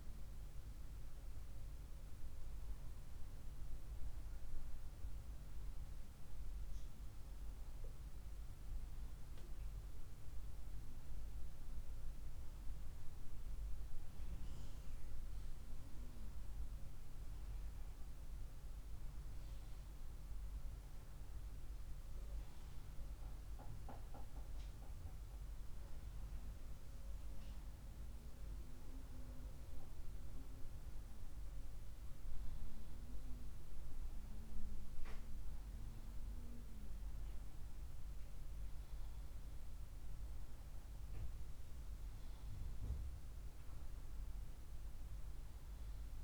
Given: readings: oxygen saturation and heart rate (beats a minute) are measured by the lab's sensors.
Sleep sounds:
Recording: breathing in sleep, hard to hear, by a room microphone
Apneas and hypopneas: none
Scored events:
none scored
From the record:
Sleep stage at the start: N1 (lightest sleep)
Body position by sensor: on the right side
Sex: female

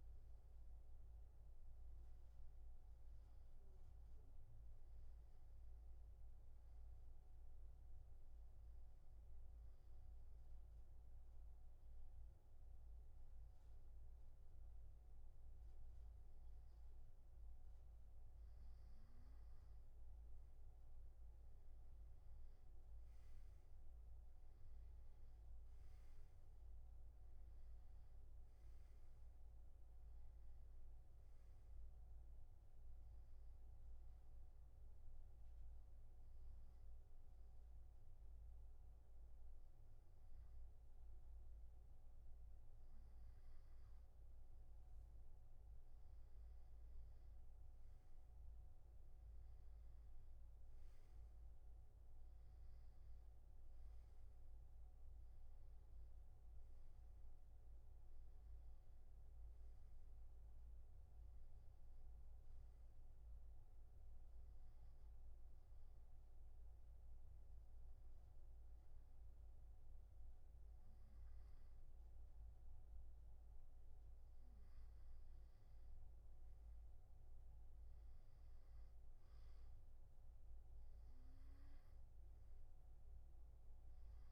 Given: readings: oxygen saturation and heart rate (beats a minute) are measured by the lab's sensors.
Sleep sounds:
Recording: breathing in sleep, hard to hear, by a room microphone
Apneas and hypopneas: 3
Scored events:
2.00-6.00 s: arousal
9.00-20.00 s: obstructive apnea (oxygen 96% before, 90% lowest, heart rate 69 before, 63 extreme, up 16 after)
23.00-27.00 s: arousal
25.50-39.50 s: oxygen desaturation (device-marked, oxygen 95% before, 90% lowest, heart rate 67 before, 67 extreme)
33.50-44.50 s: obstructive apnea (oxygen 96% before, 90% lowest, heart rate 72 before, 67 extreme, up 3 after)
47.50-51.00 s: arousal
49.50-66.50 s: oxygen desaturation (device-marked, oxygen 97% before, 91% lowest, heart rate 72 before, 66 extreme)
64.50-75.00 s: obstructive apnea (oxygen 97% before, 90% lowest, heart rate 72 before, 66 extreme, up 2 after)
78.50-82.00 s: arousal
80.50-84.32 s: oxygen desaturation (device-marked, oxygen 96% before, 92% lowest, heart rate 69 before, 66 extreme)
From the record:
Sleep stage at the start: N2 (light sleep)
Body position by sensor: on the back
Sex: male

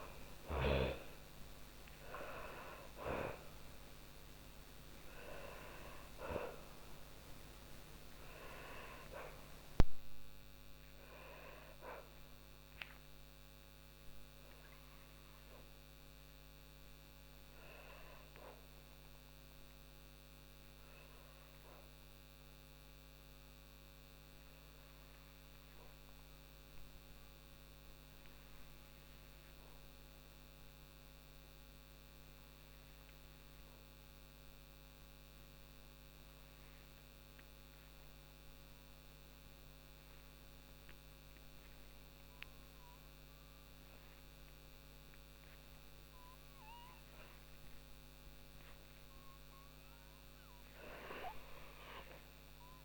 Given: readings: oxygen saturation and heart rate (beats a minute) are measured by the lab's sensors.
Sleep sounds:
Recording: breathing in sleep by a microphone on the trachea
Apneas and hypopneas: 1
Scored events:
0.00-19.00 s: oxygen desaturation (device-marked, oxygen 88% lowest, heart rate 54 extreme)
0.50-47.50 s: obstructive apnea (oxygen 98% before, 87% lowest, heart rate 73 before, 47 extreme, up 25 after)
41.00-52.85 s: oxygen desaturation (device-marked, oxygen 98% before, 88% lowest, heart rate 82 before, 39 extreme)
50.00-52.85 s: arousal
From the record:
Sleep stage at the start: N2 (light sleep)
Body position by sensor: on the back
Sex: female

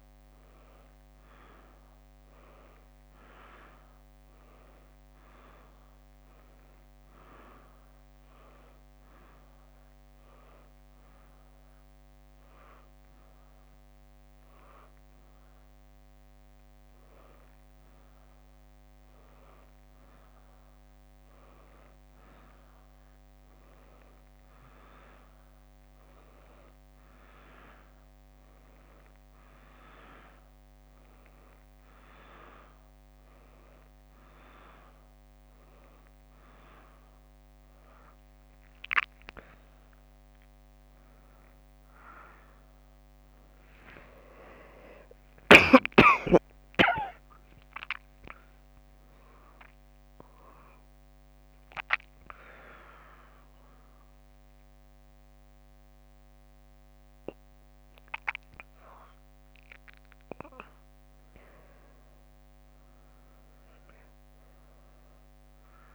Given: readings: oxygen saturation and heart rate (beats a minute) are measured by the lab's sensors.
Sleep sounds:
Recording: a person partly awake in a sleep study, by a microphone on the trachea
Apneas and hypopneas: none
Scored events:
14.50-29.50 s: drop in pulse transit time (device-marked, heart rate 63 before, 60 extreme)
35.50-65.95 s: new sleep stage, awake
38.50-40.50 s: leg movement (device-marked)
44.00-53.00 s: leg movement (device-marked)
44.50-61.50 s: drop in pulse transit time (device-marked, heart rate 66 before, 71 extreme)
From the record:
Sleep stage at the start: N2 (light sleep)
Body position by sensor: on the back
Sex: female

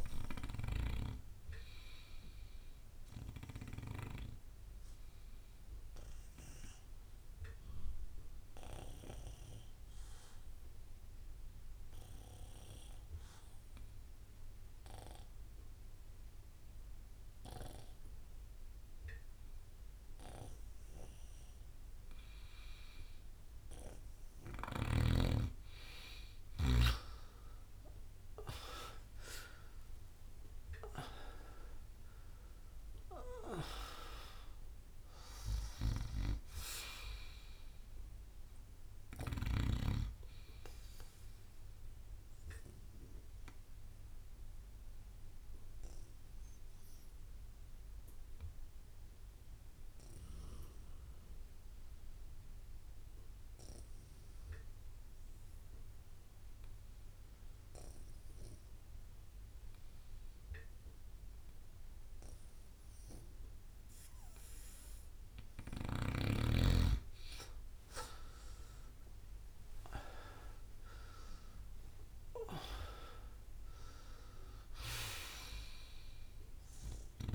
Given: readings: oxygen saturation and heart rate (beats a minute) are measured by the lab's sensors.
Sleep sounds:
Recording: breathing in sleep by a room microphone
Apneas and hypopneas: 2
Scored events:
0.00-13.00 s: oxygen desaturation (device-marked, oxygen 94% lowest)
4.00-24.50 s: obstructive apnea (oxygen 98% before, 93% lowest)
27.00-31.50 s: arousal
28.00-52.00 s: oxygen desaturation (device-marked, oxygen 98% before, 93% lowest)
29.00-58.00 s: bradycardia (device-marked)
42.50-64.50 s: obstructive apnea (oxygen 99% before, 92% lowest)
66.00-77.35 s: oxygen desaturation (device-marked, oxygen 99% before, 92% lowest)
68.00-72.00 s: arousal
From the record:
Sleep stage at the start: N2 (light sleep)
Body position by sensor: on the right side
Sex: male

